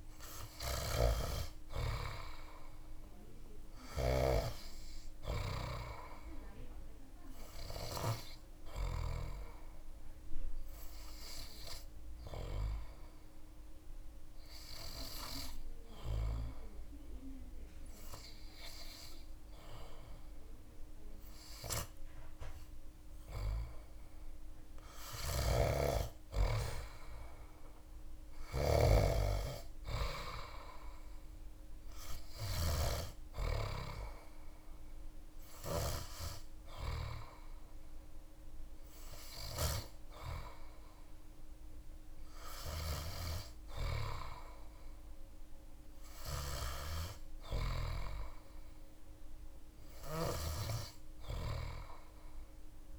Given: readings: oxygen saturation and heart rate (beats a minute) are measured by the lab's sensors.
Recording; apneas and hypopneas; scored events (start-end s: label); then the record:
breathing in sleep by a room microphone; 1
3.00-6.50 s: arousal
8.50-24.50 s: obstructive apnea (oxygen 99% before, 94% lowest)
27.00-30.50 s: arousal
40.00-52.99 s: oxygen desaturation (device-marked, oxygen 98% before, 94% lowest)
From the record:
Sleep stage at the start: N3 (deep sleep); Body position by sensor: on the back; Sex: male